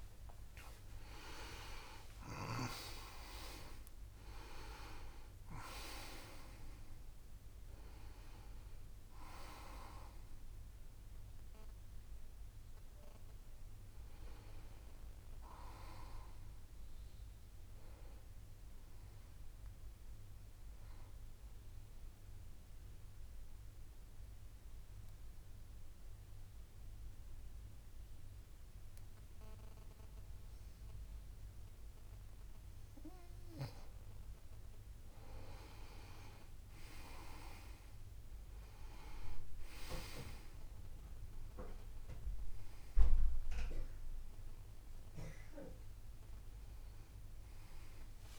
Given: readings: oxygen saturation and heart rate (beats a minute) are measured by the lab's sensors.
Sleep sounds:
a person partly awake in a sleep study, by a room microphone; 1
6.50-48.39 s: new sleep stage, N2 (light sleep)
23.00-34.50 s: mixed apnea (oxygen 96% before, 91% lowest)
40.50-48.39 s: oxygen desaturation (device-marked, oxygen 96% before, 91% lowest)
From the record:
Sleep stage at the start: awake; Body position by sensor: on the back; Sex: male

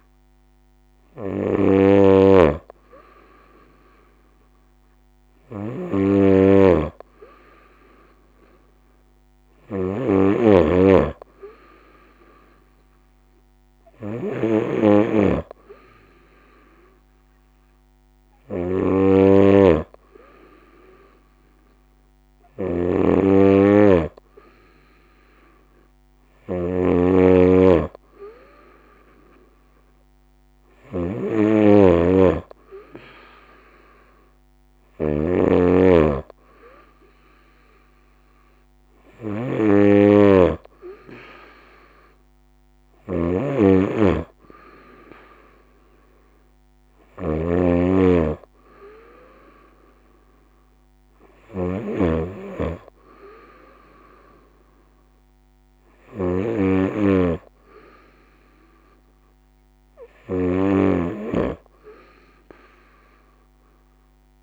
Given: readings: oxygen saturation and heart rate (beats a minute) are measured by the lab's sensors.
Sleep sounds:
breathing in sleep by a microphone on the trachea; none
0.00-64.43 s: snoring (device-marked)
From the record:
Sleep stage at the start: N2 (light sleep); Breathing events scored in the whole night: 125 in 4.8 hours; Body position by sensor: on the right side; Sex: female

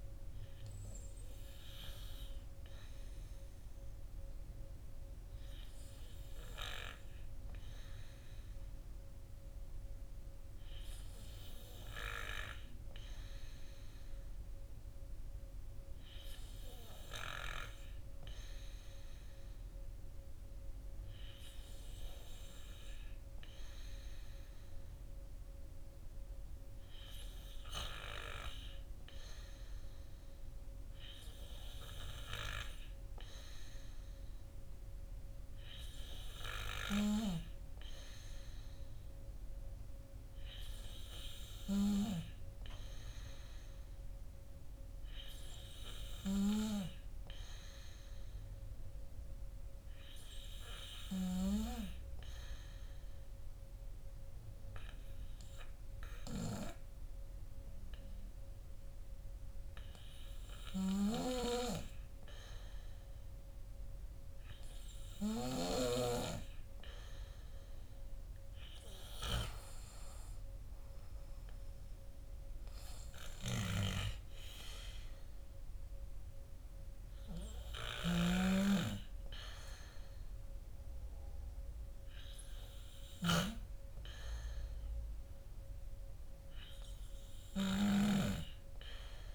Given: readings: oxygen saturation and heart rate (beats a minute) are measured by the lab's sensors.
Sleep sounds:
breathing in sleep by a room microphone; 1
51.50-62.50 s: obstructive apnea (oxygen 96% before, 93% lowest, heart rate 55 before, 44 extreme, up 6 after)
65.00-68.50 s: arousal
From the record:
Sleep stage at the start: N2 (light sleep); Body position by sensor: on the back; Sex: male

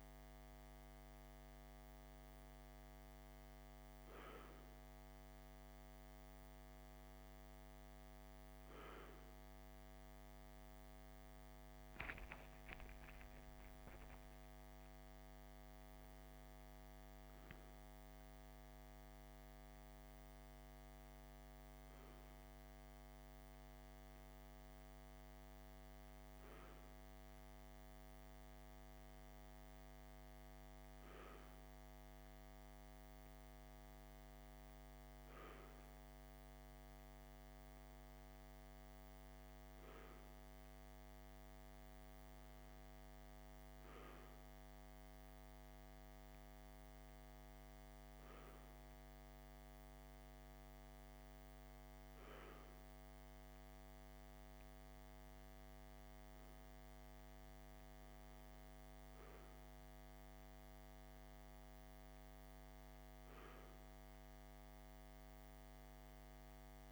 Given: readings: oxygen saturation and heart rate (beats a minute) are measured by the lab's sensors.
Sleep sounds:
breathing in sleep, hard to hear, by a microphone on the trachea; none
13.00-19.00 s: arousal
From the record:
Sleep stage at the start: N2 (light sleep); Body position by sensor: on the left side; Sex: male

